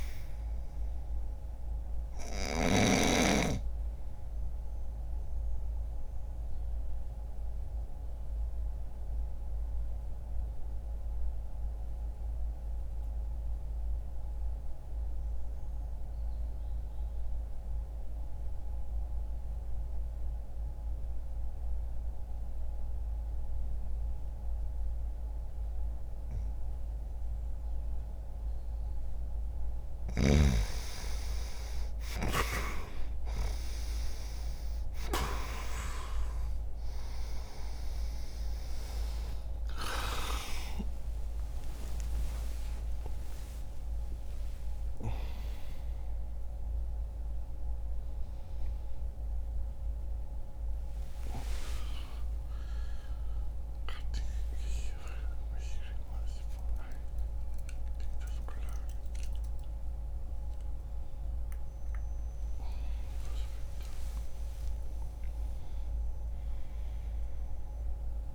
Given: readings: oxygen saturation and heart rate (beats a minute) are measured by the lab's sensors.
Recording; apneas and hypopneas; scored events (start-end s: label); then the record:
a person awake in a sleep study, by a room microphone; 1
0.00-2.00 s: snoring (device-marked)
4.00-28.50 s: obstructive apnea (oxygen 98% before, 91% lowest, heart rate 60 before, 60 extreme, up 1 after)
17.50-27.50 s: oxygen desaturation (device-marked, oxygen 95% before, 92% lowest, heart rate 60 before, 60 extreme)
28.50-68.35 s: new sleep stage, awake
41.50-54.50 s: oxygen desaturation (device-marked, oxygen 95% before, 91% lowest, heart rate 61 before, 68 extreme)
From the record:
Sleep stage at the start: N2 (light sleep); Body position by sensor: on the right side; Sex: male